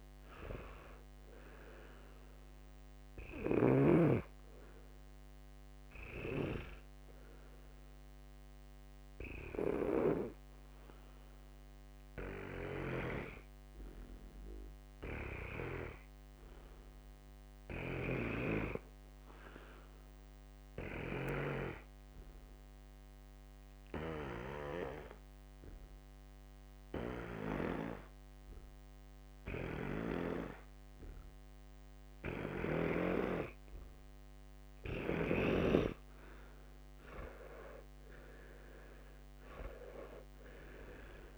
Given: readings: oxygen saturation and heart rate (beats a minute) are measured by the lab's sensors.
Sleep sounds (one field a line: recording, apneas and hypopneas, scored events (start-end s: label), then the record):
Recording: breathing in sleep by a microphone on the trachea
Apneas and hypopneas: 1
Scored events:
0.00-4.00 s: snoring (device-marked)
0.00-12.50 s: oxygen desaturation (device-marked, oxygen 93% lowest, heart rate 64 extreme)
9.00-35.00 s: obstructive apnea (oxygen 99% before, 93% lowest, heart rate 69 before, 60 extreme, up 11 after)
37.00-41.00 s: arousal
38.50-41.38 s: oxygen desaturation (device-marked, oxygen 99% before, 93% lowest, heart rate 66 before, 60 extreme)
From the record:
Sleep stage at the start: N2 (light sleep)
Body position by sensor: on the back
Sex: male